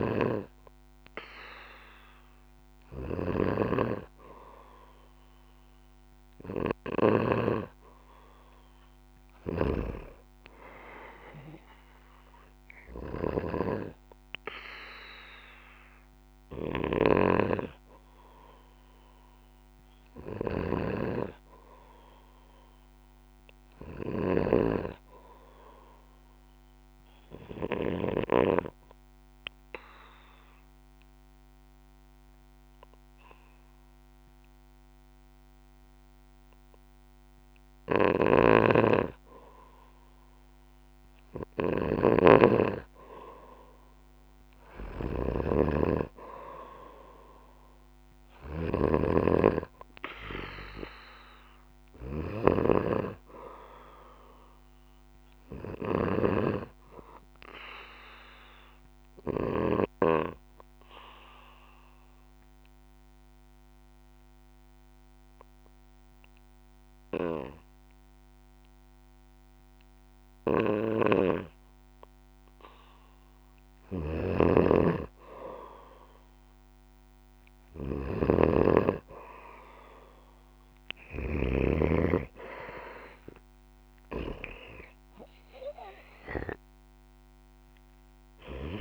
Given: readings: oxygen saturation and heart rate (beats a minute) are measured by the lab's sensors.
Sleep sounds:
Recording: breathing in sleep by a microphone on the trachea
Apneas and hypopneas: 2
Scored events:
0.00-3.50 s: arousal
0.00-9.50 s: snoring (device-marked)
16.50-28.00 s: snoring (device-marked)
27.50-38.00 s: obstructive apnea (oxygen 97% before, 91% lowest, heart rate 61 before, 58 extreme, up 2 after)
38.00-56.00 s: snoring (device-marked)
43.50-47.50 s: arousal
49.00-72.00 s: oxygen desaturation (device-marked, oxygen 96% before, 92% lowest, heart rate 61 before, 58 extreme)
59.50-72.50 s: obstructive apnea (oxygen 96% before, 91% lowest, heart rate 61 before, 58 extreme, up 2 after)
70.50-81.50 s: snoring (device-marked)
76.00-80.50 s: arousal
From the record:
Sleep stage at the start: N2 (light sleep)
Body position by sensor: on the back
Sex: male

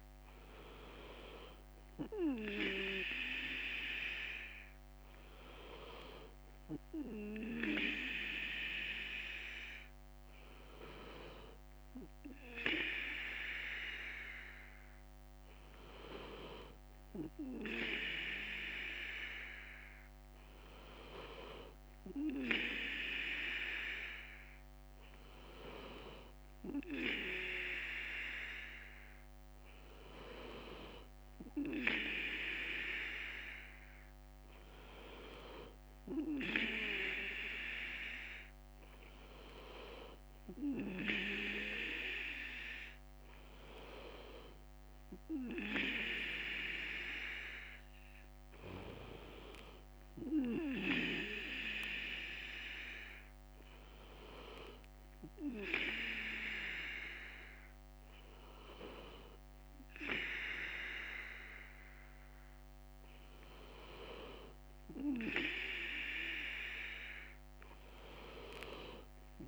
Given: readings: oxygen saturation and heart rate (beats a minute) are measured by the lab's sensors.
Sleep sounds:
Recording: breathing in sleep by a microphone on the trachea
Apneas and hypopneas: none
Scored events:
0.00-36.50 s: bradycardia (device-marked, heart rate 55 extreme)
37.50-40.50 s: bradycardia (device-marked, heart rate 63 before, 59 extreme)
56.50-63.50 s: bradycardia (device-marked, heart rate 62 before, 58 extreme)
From the record:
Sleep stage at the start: N2 (light sleep)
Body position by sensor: on the back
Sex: male

